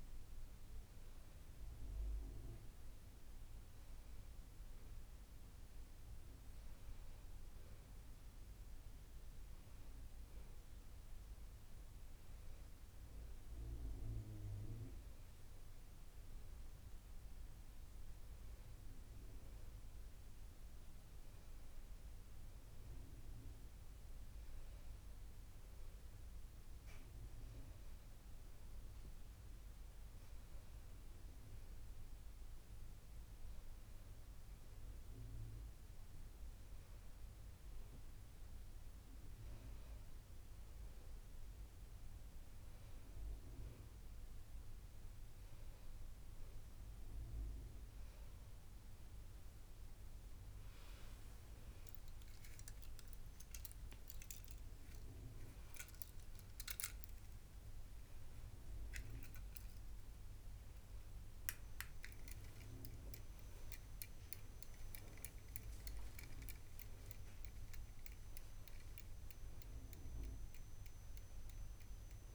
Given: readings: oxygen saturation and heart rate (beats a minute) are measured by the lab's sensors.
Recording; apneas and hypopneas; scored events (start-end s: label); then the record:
a person awake in a sleep study, hard to hear, by a room microphone; none
none scored
From the record:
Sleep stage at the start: awake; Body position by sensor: on the back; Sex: female